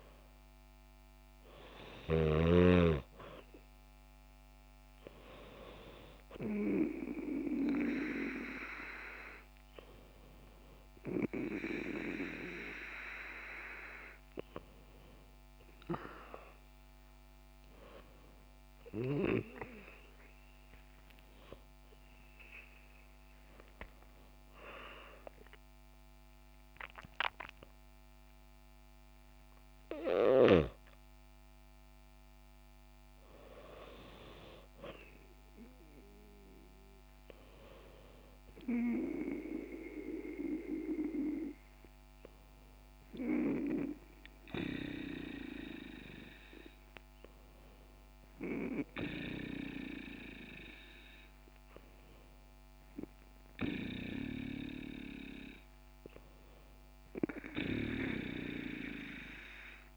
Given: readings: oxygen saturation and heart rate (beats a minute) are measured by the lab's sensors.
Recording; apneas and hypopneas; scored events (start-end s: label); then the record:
breathing in sleep by a microphone on the trachea; none
0.00-2.50 s: snoring (device-marked)
21.50-25.00 s: arousal
From the record:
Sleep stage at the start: N2 (light sleep); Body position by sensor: on the back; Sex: female